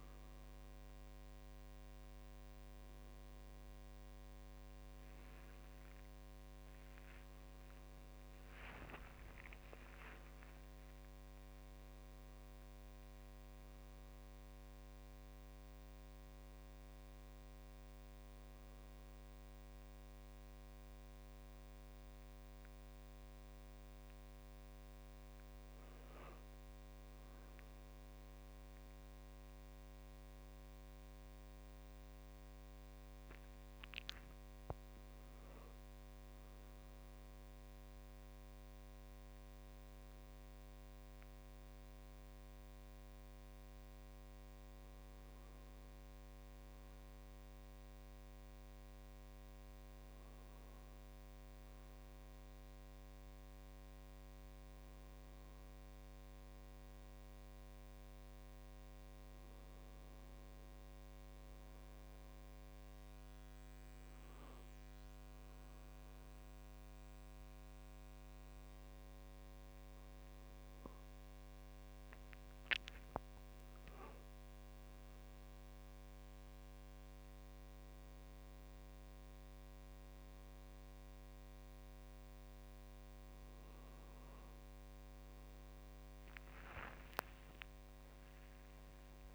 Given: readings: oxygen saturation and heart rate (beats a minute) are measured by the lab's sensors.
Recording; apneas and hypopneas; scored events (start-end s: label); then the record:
a person awake in a sleep study, hard to hear, by a microphone on the trachea; none
87.00-89.00 s: long interval between heartbeats (device-marked, heart rate 52 before, 60 extreme)
From the record:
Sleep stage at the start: awake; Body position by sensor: on the right side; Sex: male